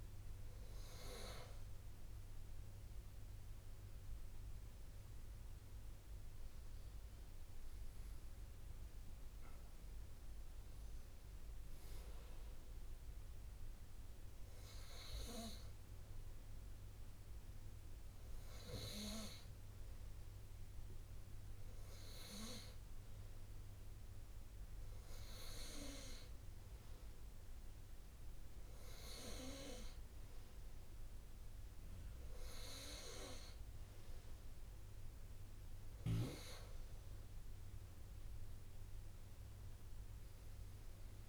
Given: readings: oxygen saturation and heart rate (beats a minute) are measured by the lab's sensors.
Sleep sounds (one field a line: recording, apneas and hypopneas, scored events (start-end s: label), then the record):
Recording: breathing in sleep by a room microphone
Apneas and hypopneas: none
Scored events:
3.00-5.00 s: long interval between heartbeats (device-marked, heart rate 35 before, 64 extreme)
7.00-11.00 s: arousal
14.00-16.00 s: long interval between heartbeats (device-marked, heart rate 52 before, 66 extreme)
17.00-19.00 s: long interval between heartbeats (device-marked, heart rate 56 before, 50 extreme)
20.00-22.00 s: long interval between heartbeats (device-marked, heart rate 57 before, 43 extreme)
24.50-26.50 s: long interval between heartbeats (device-marked, heart rate 53 before, 32 extreme)
30.50-32.50 s: long interval between heartbeats (device-marked, heart rate 47 before, 53 extreme)
34.00-36.00 s: long interval between heartbeats (device-marked, heart rate 44 before, 53 extreme)
From the record:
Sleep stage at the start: N2 (light sleep)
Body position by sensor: on the right side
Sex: male